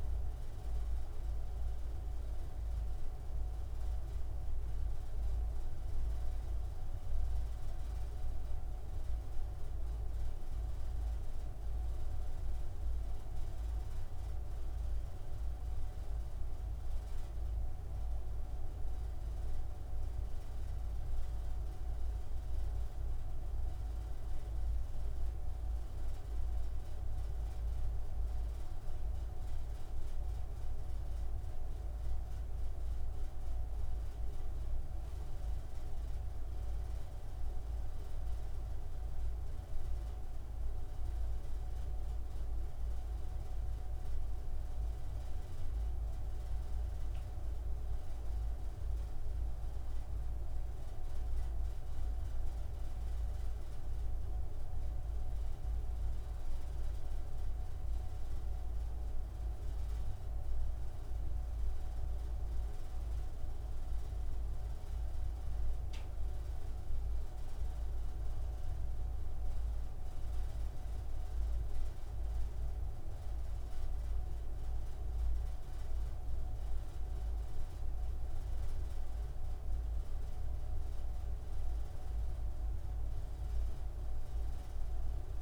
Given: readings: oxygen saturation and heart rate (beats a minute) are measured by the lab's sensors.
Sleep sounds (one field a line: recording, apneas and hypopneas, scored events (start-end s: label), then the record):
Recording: breathing in sleep, hard to hear, by a room microphone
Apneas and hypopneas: none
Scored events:
none scored
From the record:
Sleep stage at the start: N2 (light sleep)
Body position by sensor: on the front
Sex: male